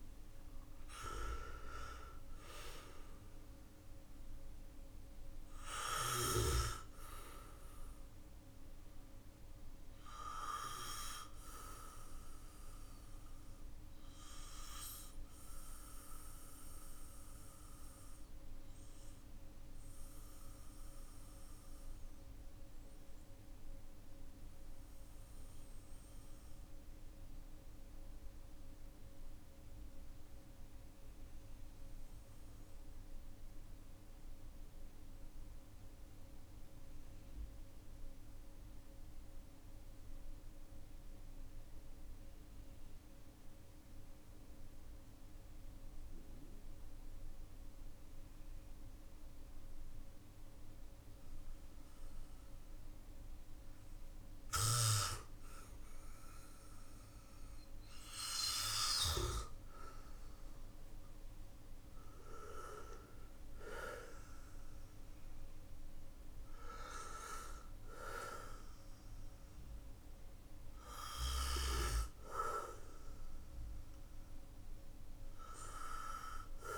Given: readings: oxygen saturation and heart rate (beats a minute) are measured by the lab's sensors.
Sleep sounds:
breathing in sleep by a room microphone; 1
0.00-29.50 s: oxygen desaturation (device-marked, oxygen 88% lowest, heart rate 45 extreme)
12.50-52.50 s: mixed apnea (oxygen 96% before, 88% lowest, heart rate 53 before, 45 extreme, up 14 after)
54.50-59.50 s: arousal
From the record:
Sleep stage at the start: N2 (light sleep); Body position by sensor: on the back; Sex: male

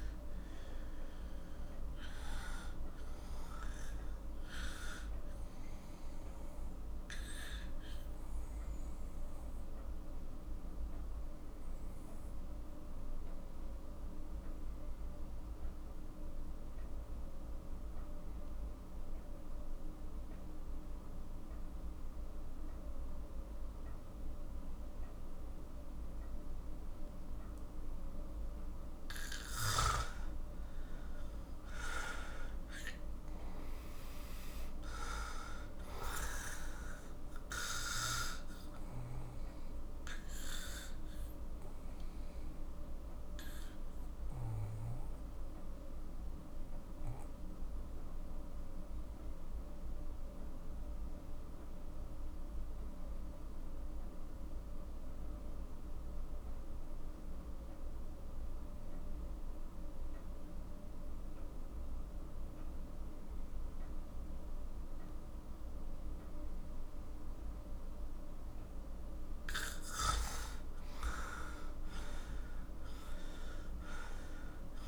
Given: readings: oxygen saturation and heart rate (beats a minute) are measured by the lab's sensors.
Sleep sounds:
breathing in sleep by a room microphone; 2
0.00-18.50 s: oxygen desaturation (device-marked, oxygen 91% lowest, heart rate 40 extreme)
8.00-29.50 s: obstructive apnea (oxygen 98% before, 90% lowest, heart rate 61 before, 40 extreme, up 16 after)
29.50-58.50 s: oxygen desaturation (device-marked, oxygen 98% before, 92% lowest, heart rate 44 before, 41 extreme)
31.00-35.50 s: arousal
41.00-68.00 s: obstructive apnea (oxygen 98% before, 90% lowest, heart rate 52 before, 41 extreme, up 13 after)
67.50-74.88 s: oxygen desaturation (device-marked, oxygen 98% before, 90% lowest, heart rate 46 before, 41 extreme)
70.00-74.88 s: arousal
From the record:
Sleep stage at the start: N2 (light sleep); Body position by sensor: on the back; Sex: male

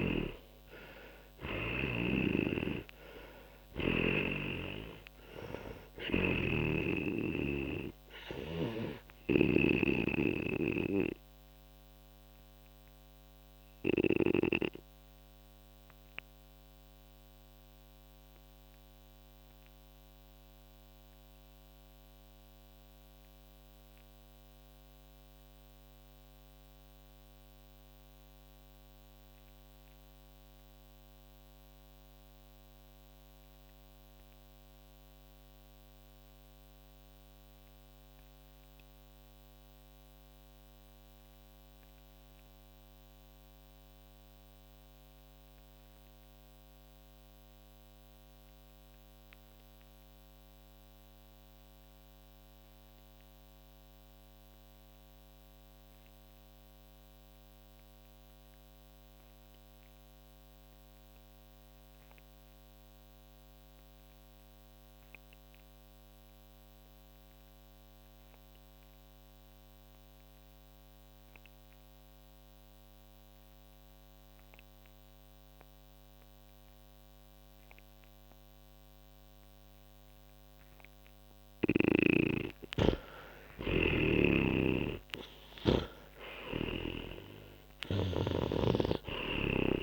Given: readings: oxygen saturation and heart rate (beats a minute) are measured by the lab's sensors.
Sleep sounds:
breathing in sleep by a microphone on the trachea; 1
0.00-41.50 s: oxygen desaturation (device-marked, oxygen 78% lowest, heart rate 38 extreme)
2.00-9.50 s: snoring (device-marked)
10.00-81.50 s: obstructive apnea (oxygen 97% before, 78% lowest, heart rate 66 before, 38 extreme, up 28 after)
75.50-89.82 s: oxygen desaturation (device-marked, oxygen 97% before, 88% lowest, heart rate 50 before, 38 extreme)
83.00-88.00 s: arousal
86.50-89.82 s: snoring (device-marked)
From the record:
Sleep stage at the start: N2 (light sleep); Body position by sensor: on the back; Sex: male

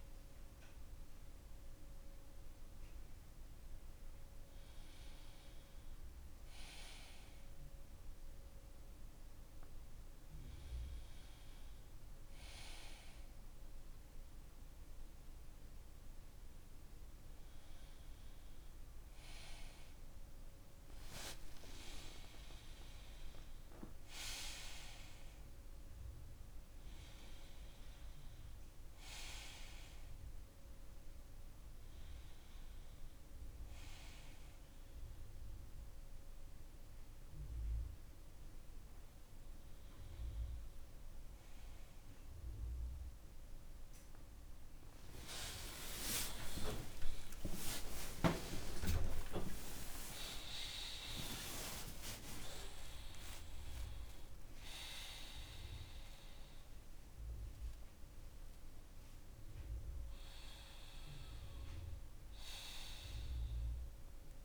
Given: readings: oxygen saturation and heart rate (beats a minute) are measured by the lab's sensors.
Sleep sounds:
breathing in sleep by a room microphone; none
16.50-20.50 s: arousal
17.50-27.50 s: oxygen desaturation (device-marked, oxygen 97% before, 94% lowest)
45.50-52.00 s: arousal
49.50-58.50 s: oxygen desaturation (device-marked, oxygen 96% before, 93% lowest)
55.50-64.45 s: new sleep stage, N2 (light sleep)
From the record:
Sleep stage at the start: N1 (lightest sleep); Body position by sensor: on the front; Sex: male

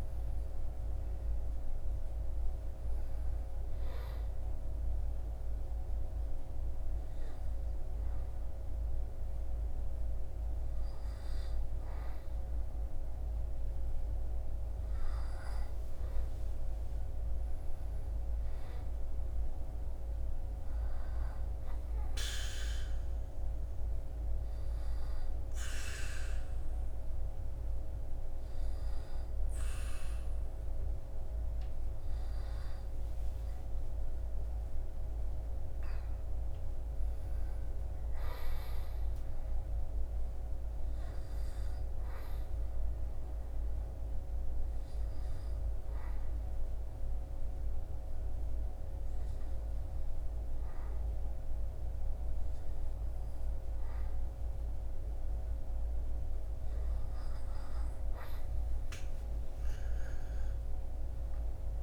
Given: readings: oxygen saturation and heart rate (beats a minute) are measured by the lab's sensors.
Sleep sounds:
breathing in sleep, hard to hear, by a room microphone; 2
4.00-14.50 s: obstructive apnea (oxygen 97% before, 95% lowest, heart rate 86 before, 65 extreme, up 8 after)
17.00-20.00 s: arousal
43.00-57.50 s: obstructive apnea (oxygen 99% before, 95% lowest, heart rate 70 before, 63 extreme, up 15 after)
60.00-61.83 s: arousal
From the record:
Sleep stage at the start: N2 (light sleep); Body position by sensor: on the back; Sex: male

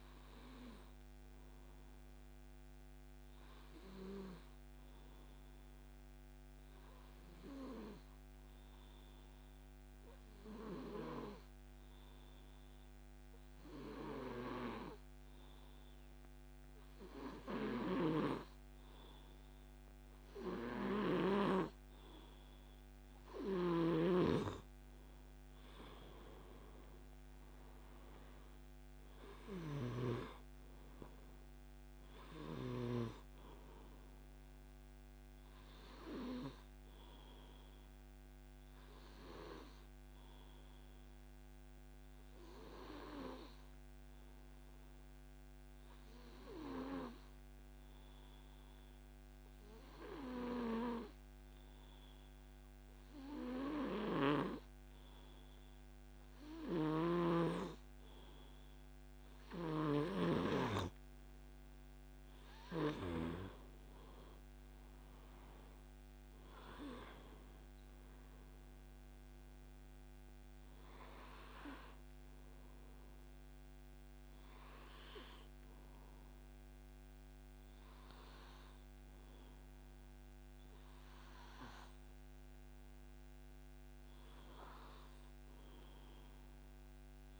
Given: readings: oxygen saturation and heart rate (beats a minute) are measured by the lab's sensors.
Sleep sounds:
breathing in sleep by a microphone on the trachea; 2
0.00-7.00 s: oxygen desaturation (device-marked, oxygen 90% lowest)
1.50-23.50 s: obstructive apnea (oxygen 95% before, 89% lowest, heart rate 32 before, 69 extreme, up 14 after)
21.00-48.00 s: oxygen desaturation (device-marked, oxygen 97% before, 89% lowest)
24.00-27.50 s: arousal
34.00-59.50 s: obstructive apnea (oxygen 97% before, 89% lowest)
60.00-86.00 s: oxygen desaturation (device-marked, oxygen 98% before, 90% lowest)
63.00-67.50 s: arousal
From the record:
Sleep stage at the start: N2 (light sleep); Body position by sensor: on the back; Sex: male

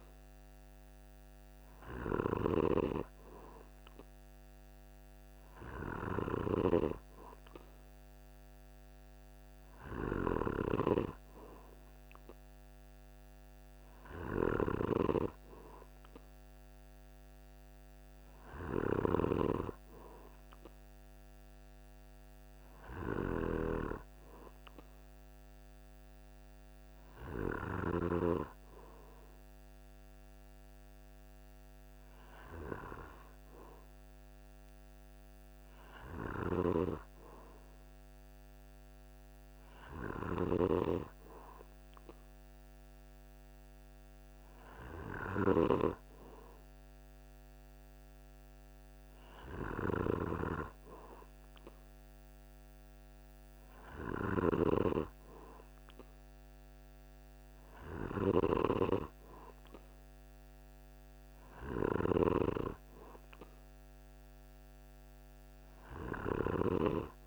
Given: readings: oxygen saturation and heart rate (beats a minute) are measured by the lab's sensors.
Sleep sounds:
breathing in sleep by a microphone on the trachea; none
5.50-27.50 s: snoring (device-marked)
44.50-54.00 s: snoring (device-marked)
From the record:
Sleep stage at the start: N2 (light sleep); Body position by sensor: on the back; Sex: male

